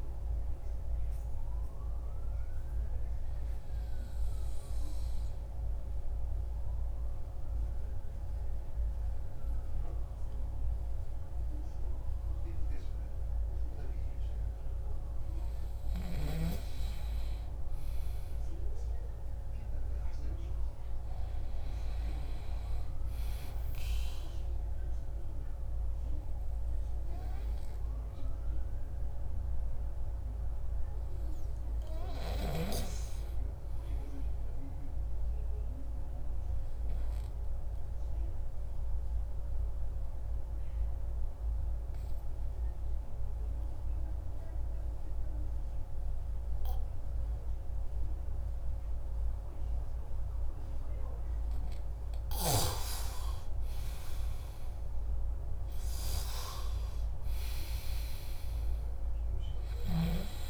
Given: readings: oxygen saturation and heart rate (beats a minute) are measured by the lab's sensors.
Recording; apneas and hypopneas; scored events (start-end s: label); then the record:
breathing in sleep by a room microphone; 2
0.00-12.00 s: oxygen desaturation (device-marked, oxygen 90% lowest, heart rate 58 extreme)
1.00-14.50 s: obstructive apnea (oxygen 99% before, 90% lowest, heart rate 78 before, 58 extreme, up 4 after)
16.00-21.00 s: arousal
35.00-51.50 s: obstructive apnea (oxygen 99% before, 93% lowest, heart rate 61 before, 57 extreme, up 14 after)
53.00-57.00 s: arousal
55.00-60.49 s: oxygen desaturation (device-marked, oxygen 97% before, 93% lowest, heart rate 62 before, 60 extreme)
From the record:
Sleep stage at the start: N2 (light sleep); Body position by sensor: on the back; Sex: male